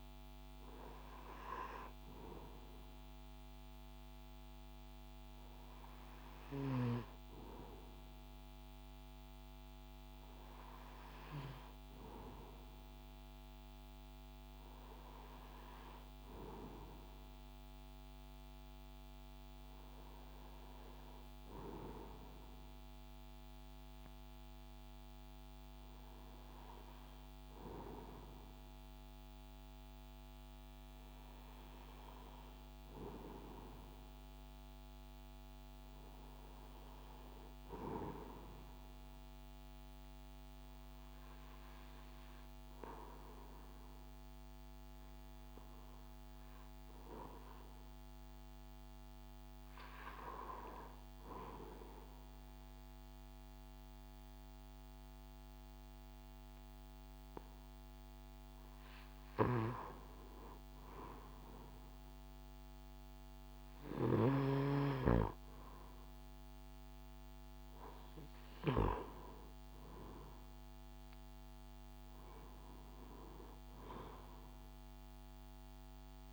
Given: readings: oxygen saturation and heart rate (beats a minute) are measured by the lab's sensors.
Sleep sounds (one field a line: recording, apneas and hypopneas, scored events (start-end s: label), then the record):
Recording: breathing in sleep by a microphone on the trachea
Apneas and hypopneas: none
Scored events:
none scored
From the record:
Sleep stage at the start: REM sleep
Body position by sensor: on the right side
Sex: male